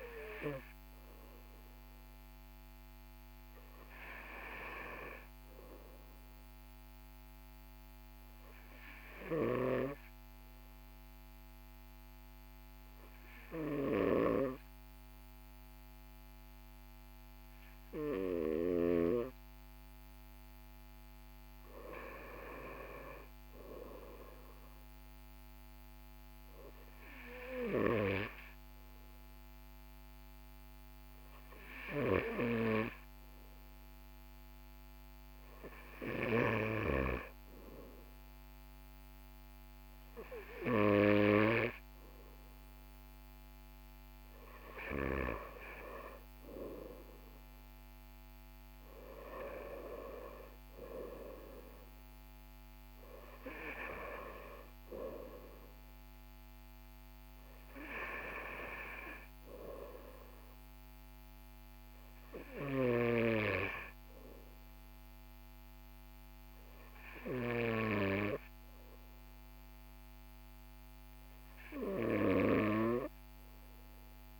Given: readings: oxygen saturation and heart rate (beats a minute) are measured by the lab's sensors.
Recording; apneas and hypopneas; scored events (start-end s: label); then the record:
breathing in sleep by a microphone on the trachea; none
none scored
From the record:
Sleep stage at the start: N2 (light sleep); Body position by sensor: on the right side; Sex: male